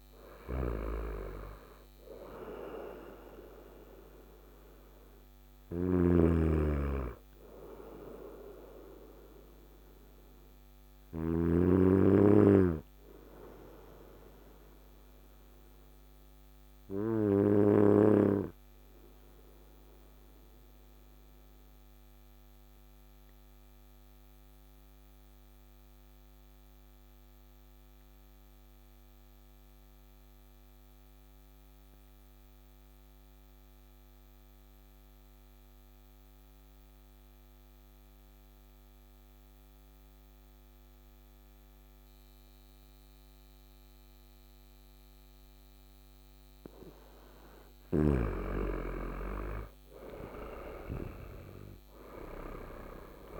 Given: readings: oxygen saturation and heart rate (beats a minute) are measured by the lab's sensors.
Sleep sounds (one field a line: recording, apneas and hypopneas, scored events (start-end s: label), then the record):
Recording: breathing in sleep by a microphone on the trachea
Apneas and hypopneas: 1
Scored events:
0.00-7.00 s: oxygen desaturation (device-marked, oxygen 93% lowest, heart rate 55 extreme)
5.00-11.00 s: snoring (device-marked)
9.50-46.50 s: obstructive apnea (oxygen 98% before, 92% lowest, heart rate 64 before, 54 extreme, up 11 after)
40.00-53.39 s: oxygen desaturation (device-marked, oxygen 99% before, 92% lowest, heart rate 55 before, 55 extreme)
47.00-53.00 s: snoring (device-marked)
49.50-53.39 s: arousal
From the record:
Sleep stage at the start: N2 (light sleep)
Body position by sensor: on the right side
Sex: male